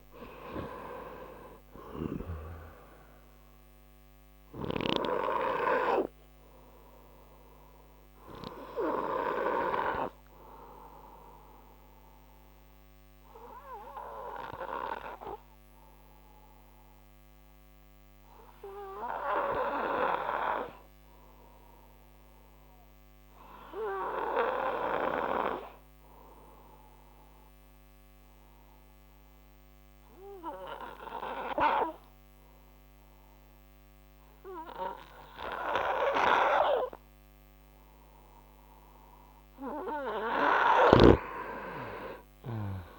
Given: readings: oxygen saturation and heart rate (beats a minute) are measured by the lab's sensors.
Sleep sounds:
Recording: breathing in sleep by a microphone on the trachea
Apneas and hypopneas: 1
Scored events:
0.00-1.00 s: arousal
6.00-38.00 s: obstructive apnea (oxygen 96% before, 88% lowest, heart rate 63 before, 57 extreme, up 3 after)
7.00-26.00 s: oxygen desaturation (device-marked, oxygen 95% before, 89% lowest, heart rate 63 before, 57 extreme)
40.00-42.99 s: arousal
From the record:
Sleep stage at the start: N2 (light sleep)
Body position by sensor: on the right side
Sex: male

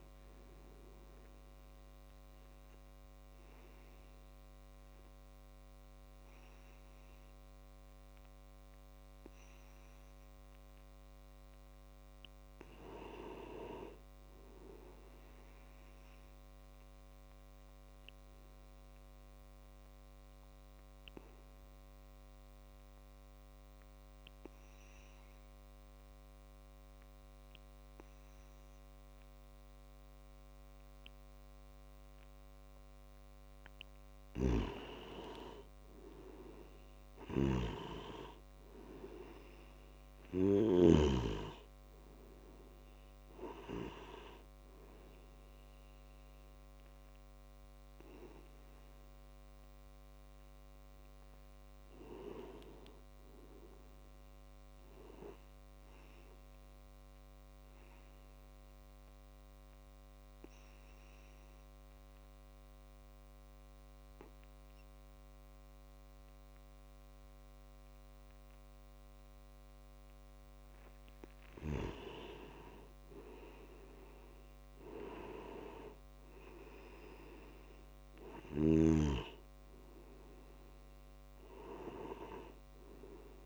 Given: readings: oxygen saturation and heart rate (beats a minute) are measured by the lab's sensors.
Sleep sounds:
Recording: breathing in sleep by a microphone on the trachea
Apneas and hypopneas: 3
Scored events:
0.00-12.50 s: oxygen desaturation (device-marked, oxygen 92% lowest)
2.00-12.00 s: obstructive apnea (oxygen 98% before, 88% lowest)
14.00-17.00 s: arousal
20.00-34.50 s: obstructive apnea (oxygen 97% before, 88% lowest)
34.50-41.00 s: snoring (device-marked)
35.50-39.00 s: arousal
39.50-61.50 s: oxygen desaturation (device-marked, oxygen 95% before, 88% lowest)
57.50-71.00 s: obstructive apnea (oxygen 95% before, 90% lowest)
72.50-75.00 s: arousal
77.50-83.46 s: new sleep stage, awake
From the record:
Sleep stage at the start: N2 (light sleep)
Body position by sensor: on the back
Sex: male

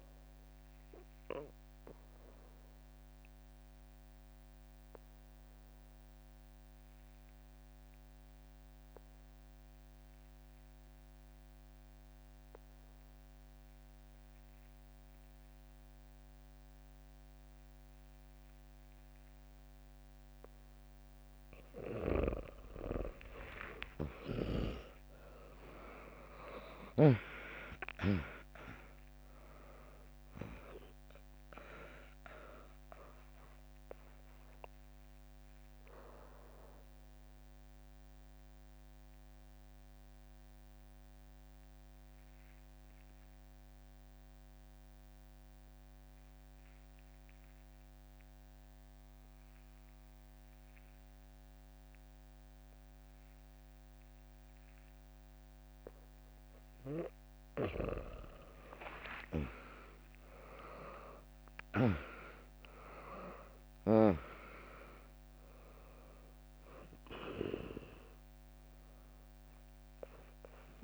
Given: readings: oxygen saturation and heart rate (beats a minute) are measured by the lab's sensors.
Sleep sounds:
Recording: breathing in sleep by a microphone on the trachea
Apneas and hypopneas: 2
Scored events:
0.00-2.50 s: drop in pulse transit time (device-marked, heart rate 63 extreme)
0.00-13.50 s: oxygen desaturation (device-marked, oxygen 95% lowest, heart rate 61 extreme)
0.50-20.00 s: obstructive apnea (oxygen 100% before, 95% lowest, heart rate 71 before, 61 extreme, up 6 after)
23.00-29.00 s: arousal
26.50-38.50 s: drop in pulse transit time (device-marked, heart rate 66 before, 65 extreme)
34.50-56.50 s: mixed apnea (oxygen 100% before, 95% lowest, heart rate 68 before, 61 extreme, up 1 after)
59.00-64.50 s: arousal
61.50-70.84 s: drop in pulse transit time (device-marked, heart rate 63 before, 62 extreme)
From the record:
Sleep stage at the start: N2 (light sleep)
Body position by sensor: on the back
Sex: female

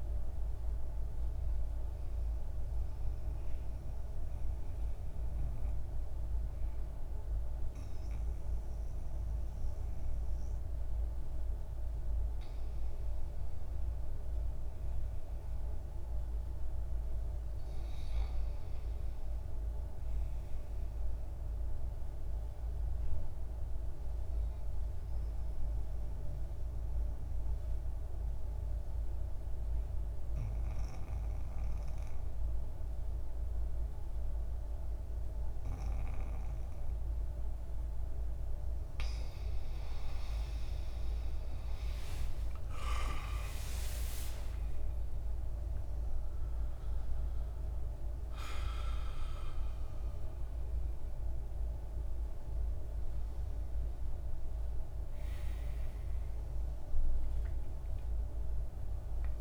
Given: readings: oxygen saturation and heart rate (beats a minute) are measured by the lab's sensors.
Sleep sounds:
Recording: breathing in sleep, hard to hear, by a room microphone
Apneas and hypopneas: 2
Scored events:
2.00-12.00 s: central apnea (oxygen 94% before, 86% lowest, heart rate 67 before, 63 extreme, up 3 after)
14.00-18.00 s: arousal
21.00-37.00 s: oxygen desaturation (device-marked, oxygen 94% before, 89% lowest, heart rate 69 before, 65 extreme)
22.50-38.50 s: obstructive apnea (oxygen 94% before, 86% lowest, heart rate 68 before, 65 extreme, up 3 after)
40.50-45.00 s: arousal
43.00-57.00 s: oxygen desaturation (device-marked, oxygen 95% before, 88% lowest, heart rate 66 before, 67 extreme)
59.00-59.41 s: new sleep stage, awake
From the record:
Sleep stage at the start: N2 (light sleep)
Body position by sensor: on the back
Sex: male

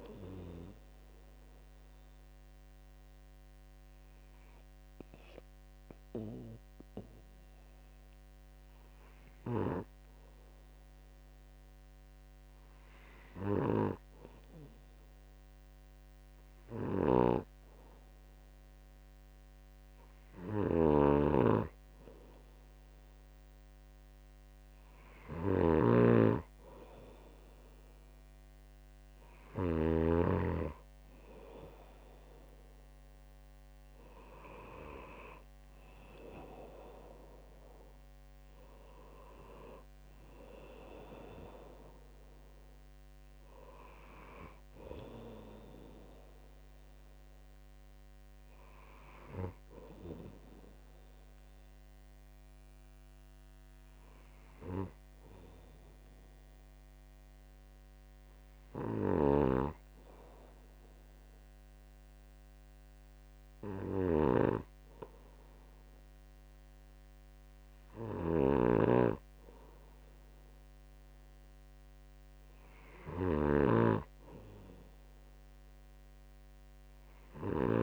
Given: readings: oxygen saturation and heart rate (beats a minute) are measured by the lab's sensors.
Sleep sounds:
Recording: breathing in sleep by a microphone on the trachea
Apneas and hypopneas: 2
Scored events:
1.00-18.50 s: hypopnea (oxygen 95% before, 94% lowest, heart rate 65 before, 63 extreme, up 0 after)
17.50-30.50 s: snoring (device-marked)
30.00-35.50 s: arousal
52.00-67.00 s: hypopnea (oxygen 97% before, 94% lowest, heart rate 65 before, 64 extreme, up 1 after)
59.50-77.83 s: snoring (device-marked)
69.50-74.00 s: arousal
From the record:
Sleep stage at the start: N2 (light sleep)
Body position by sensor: on the right side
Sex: male

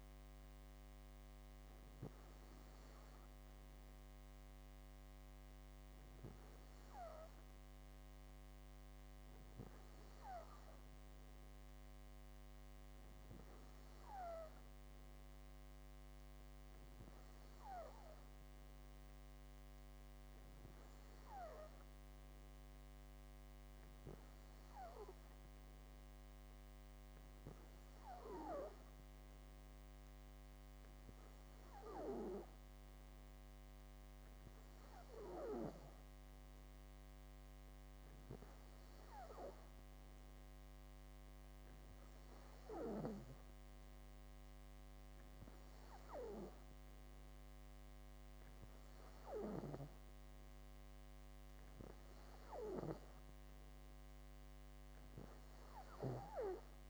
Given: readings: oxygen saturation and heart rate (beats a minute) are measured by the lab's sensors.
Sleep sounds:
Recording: breathing in sleep by a microphone on the trachea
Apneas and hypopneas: none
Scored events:
none scored
From the record:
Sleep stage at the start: N2 (light sleep)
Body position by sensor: on the back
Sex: female

